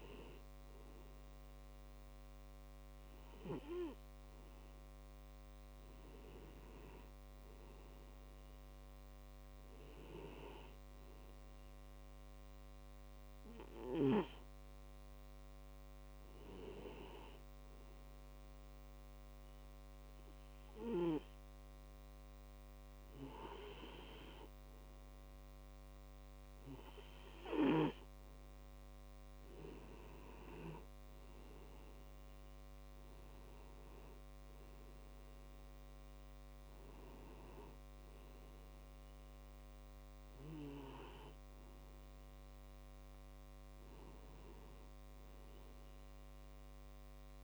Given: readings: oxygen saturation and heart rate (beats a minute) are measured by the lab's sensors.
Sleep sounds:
breathing in sleep by a microphone on the trachea; 1
14.00-19.00 s: tachycardia (device-marked)
14.50-28.50 s: hypopnea (oxygen 95% before, 92% lowest)
31.50-36.50 s: arousal
From the record:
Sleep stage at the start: N2 (light sleep); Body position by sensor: on the back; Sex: male

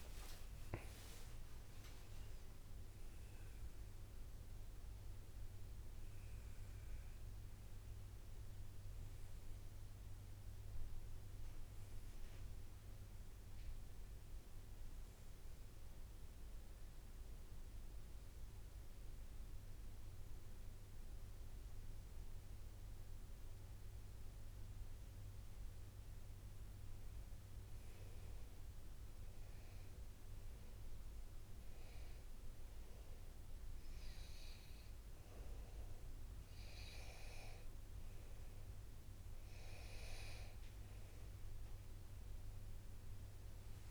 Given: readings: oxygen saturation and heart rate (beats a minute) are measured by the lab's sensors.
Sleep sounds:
breathing in sleep, hard to hear, by a room microphone; 1
0.00-4.50 s: arousal
5.50-43.91 s: new sleep stage, N2 (light sleep)
28.50-39.00 s: hypopnea (oxygen 98% before, 95% lowest, heart rate 68 before, 64 extreme, up 6 after)
From the record:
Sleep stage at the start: N1 (lightest sleep); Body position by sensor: on the back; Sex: male

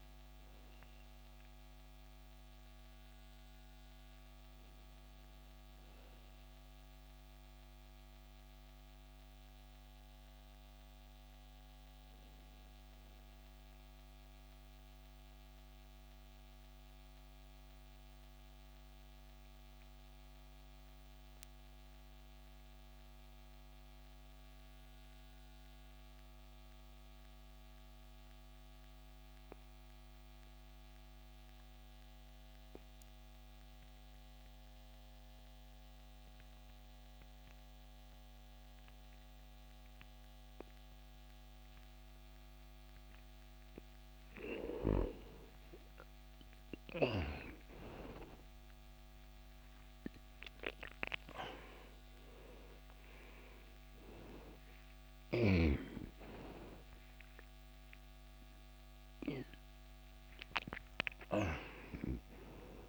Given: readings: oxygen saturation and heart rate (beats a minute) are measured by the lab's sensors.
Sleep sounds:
breathing in sleep by a microphone on the trachea; 1
0.00-13.50 s: oxygen desaturation (device-marked, oxygen 81% lowest, heart rate 64 extreme)
14.00-42.50 s: mixed apnea (oxygen 96% before, 84% lowest, heart rate 73 before, 60 extreme, up 7 after)
34.50-52.50 s: oxygen desaturation (device-marked, oxygen 98% before, 94% lowest, heart rate 68 before, 60 extreme)
45.50-50.50 s: arousal
52.50-62.89 s: new sleep stage, N1 (lightest sleep)
From the record:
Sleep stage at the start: REM sleep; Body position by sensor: on the back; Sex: male

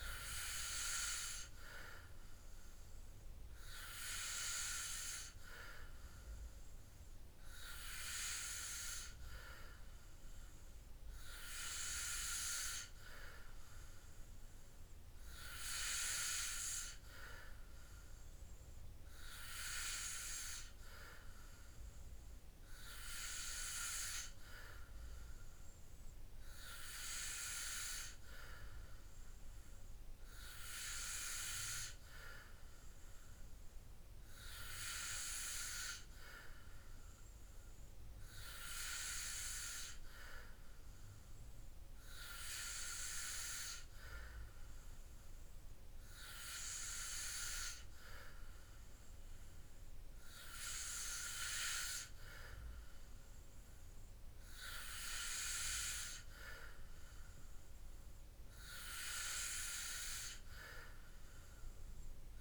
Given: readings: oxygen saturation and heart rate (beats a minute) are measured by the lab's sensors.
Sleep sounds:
breathing in sleep by a room microphone; none
28.50-62.41 s: new sleep stage, N3 (deep sleep)
From the record:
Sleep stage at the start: N2 (light sleep); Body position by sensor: on the back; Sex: male

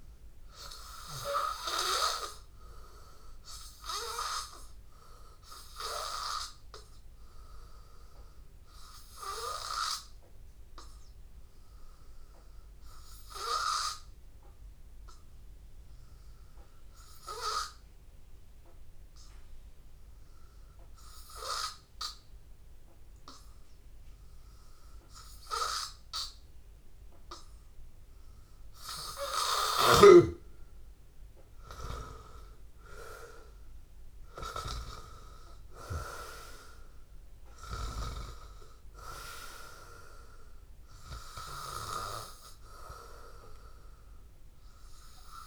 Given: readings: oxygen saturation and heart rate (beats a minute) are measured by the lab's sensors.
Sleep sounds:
breathing in sleep by a room microphone; 1
0.00-6.00 s: oxygen desaturation (device-marked, oxygen 92% lowest, heart rate 81 extreme)
7.50-10.50 s: arousal
12.00-28.00 s: hypopnea (oxygen 95% before, 88% lowest, heart rate 83 before, 83 extreme, up 2 after)
29.50-33.00 s: arousal
32.00-45.47 s: oxygen desaturation (device-marked, oxygen 95% before, 88% lowest, heart rate 83 before, 82 extreme)
From the record:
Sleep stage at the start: N2 (light sleep); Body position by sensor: on the back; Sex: male

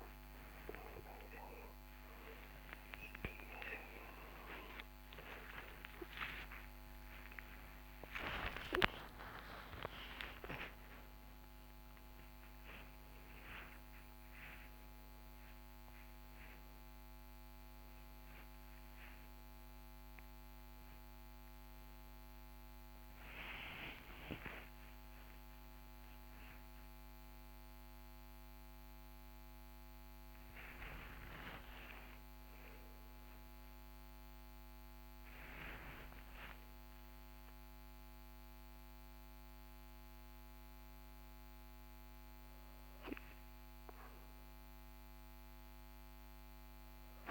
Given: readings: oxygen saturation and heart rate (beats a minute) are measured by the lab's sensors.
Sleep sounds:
a person awake in a sleep study, by a microphone on the trachea; none
4.50-34.50 s: new sleep stage, awake
21.50-31.50 s: oxygen desaturation (device-marked, oxygen 97% before, 92% lowest, heart rate 109 before, 47 extreme)
34.50-47.31 s: new sleep stage, N1 (lightest sleep)
From the record:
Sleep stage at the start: N2 (light sleep); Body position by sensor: on the back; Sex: male

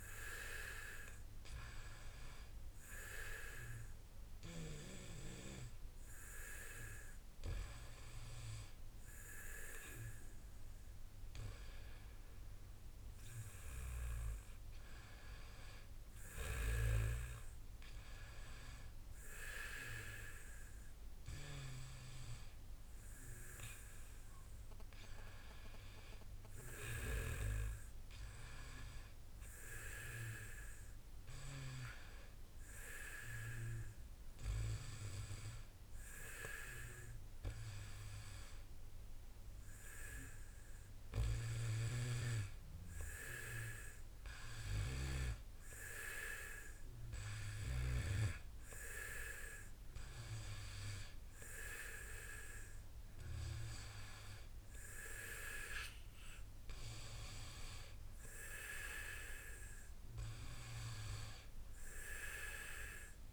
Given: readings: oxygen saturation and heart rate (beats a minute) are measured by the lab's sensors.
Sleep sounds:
breathing in sleep by a room microphone; 1
47.00-59.00 s: hypopnea (oxygen 94% before, 91% lowest, heart rate 60 before, 58 extreme, up 1 after)
61.50-63.33 s: arousal
From the record:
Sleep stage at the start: N2 (light sleep); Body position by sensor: on the back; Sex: male

